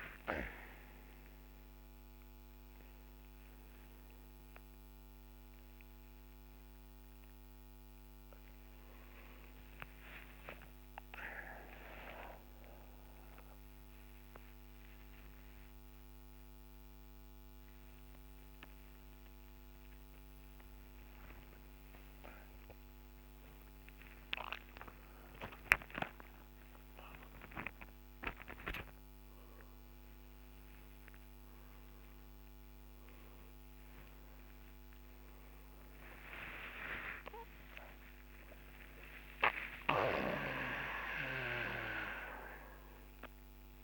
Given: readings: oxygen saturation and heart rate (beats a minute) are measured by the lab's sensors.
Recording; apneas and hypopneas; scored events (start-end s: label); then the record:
a person awake in a sleep study, by a microphone on the trachea; none
24.00-26.00 s: long interval between heartbeats (device-marked, heart rate 72 before, 79 extreme)
27.50-34.50 s: tachycardia (device-marked, heart rate 65 before, 128 extreme)
30.50-32.50 s: long interval between heartbeats (device-marked, heart rate 74 before, 104 extreme)
32.50-34.50 s: long interval between heartbeats (device-marked, heart rate 78 before, 119 extreme)
39.50-43.84 s: tachycardia (device-marked, heart rate 66 before, 173 extreme)
From the record:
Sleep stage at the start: awake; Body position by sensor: on the back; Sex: male